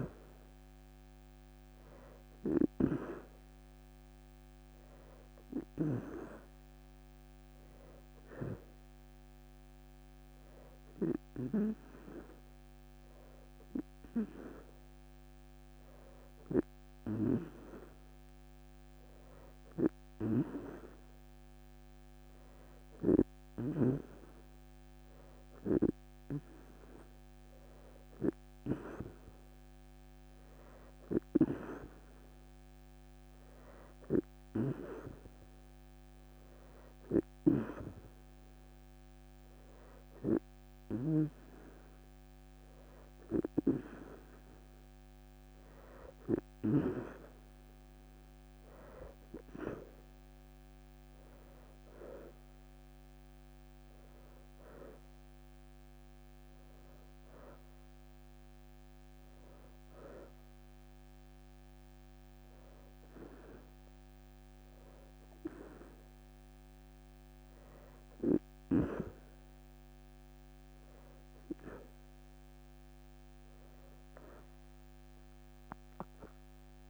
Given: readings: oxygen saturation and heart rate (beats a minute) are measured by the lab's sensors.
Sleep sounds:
breathing in sleep by a microphone on the trachea; none
2.00-5.50 s: snoring (device-marked)
11.50-13.00 s: leg movement (device-marked)
15.50-21.00 s: leg movement (device-marked)
55.00-60.00 s: leg movement (device-marked)
From the record:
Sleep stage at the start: N2 (light sleep); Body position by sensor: on the right side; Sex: female

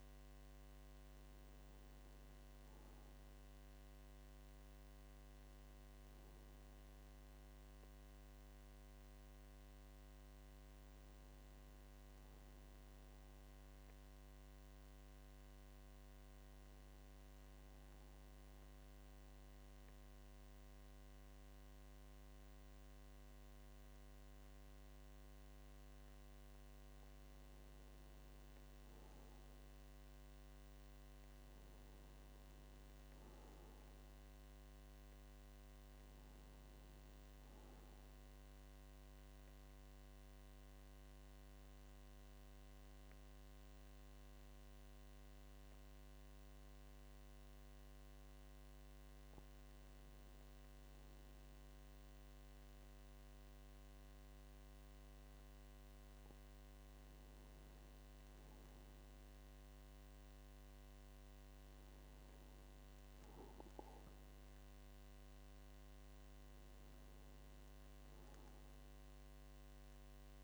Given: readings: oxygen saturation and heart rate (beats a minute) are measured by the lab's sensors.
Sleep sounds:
breathing in sleep, hard to hear, by a microphone on the trachea; 2
0.00-12.00 s: oxygen desaturation (device-marked, oxygen 93% lowest, heart rate 49 extreme)
16.50-26.50 s: central apnea (oxygen 97% before, 93% lowest, heart rate 52 before, 48 extreme, up 5 after)
27.50-30.50 s: arousal
32.00-47.00 s: oxygen desaturation (device-marked, oxygen 97% before, 93% lowest, heart rate 50 before, 48 extreme)
38.50-50.00 s: mixed apnea (oxygen 97% before, 93% lowest, heart rate 51 before, 48 extreme, up 3 after)
55.50-59.00 s: arousal
From the record:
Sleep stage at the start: N2 (light sleep); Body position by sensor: on the back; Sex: male

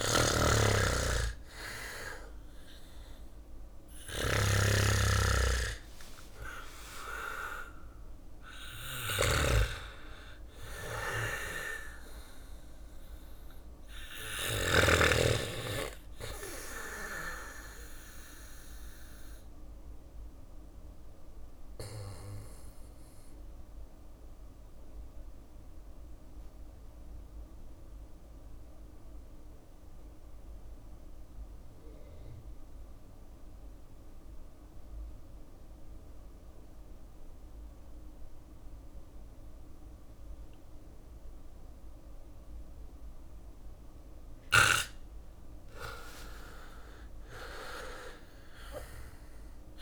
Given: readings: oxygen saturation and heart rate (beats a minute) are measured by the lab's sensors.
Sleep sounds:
breathing in sleep by a room microphone; 1
0.00-13.50 s: snoring (device-marked)
1.00-5.00 s: arousal
1.50-10.50 s: oxygen desaturation (device-marked, oxygen 98% before, 94% lowest, heart rate 59 before, 54 extreme)
3.50-15.50 s: drop in pulse transit time (device-marked, heart rate 59 before, 62 extreme)
18.50-43.50 s: obstructive apnea (oxygen 99% before, 91% lowest, heart rate 64 before, 51 extreme, up 12 after)
22.50-44.50 s: bradycardia (device-marked, heart rate 61 before, 51 extreme)
43.50-49.82 s: oxygen desaturation (device-marked, oxygen 98% before, 91% lowest, heart rate 55 before, 58 extreme)
45.00-49.00 s: arousal
45.50-47.50 s: long interval between heartbeats (device-marked, heart rate 54 before, 59 extreme)
45.50-49.82 s: drop in pulse transit time (device-marked, heart rate 54 before, 58 extreme)
From the record:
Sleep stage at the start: REM sleep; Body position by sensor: on the back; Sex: male

